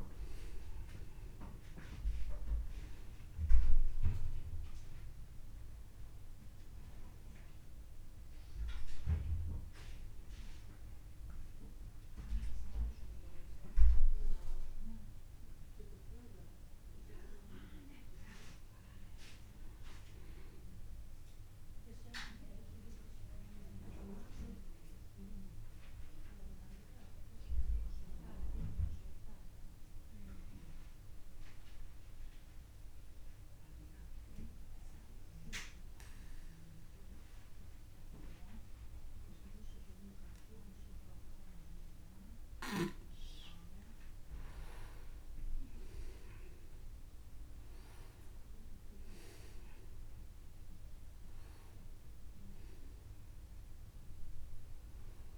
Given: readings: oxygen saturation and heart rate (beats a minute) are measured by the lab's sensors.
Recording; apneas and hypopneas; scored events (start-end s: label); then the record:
breathing in sleep by a room microphone; 1
0.00-23.00 s: oxygen desaturation (device-marked, oxygen 91% lowest)
20.00-55.38 s: new sleep stage, N2 (light sleep)
20.50-43.50 s: obstructive apnea (oxygen 96% before, 94% lowest)
45.50-48.00 s: arousal
49.00-55.38 s: oxygen desaturation (device-marked, oxygen 99% before, 94% lowest, heart rate 55 before, 27 extreme)
From the record:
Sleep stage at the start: N1 (lightest sleep); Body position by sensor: on the back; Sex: male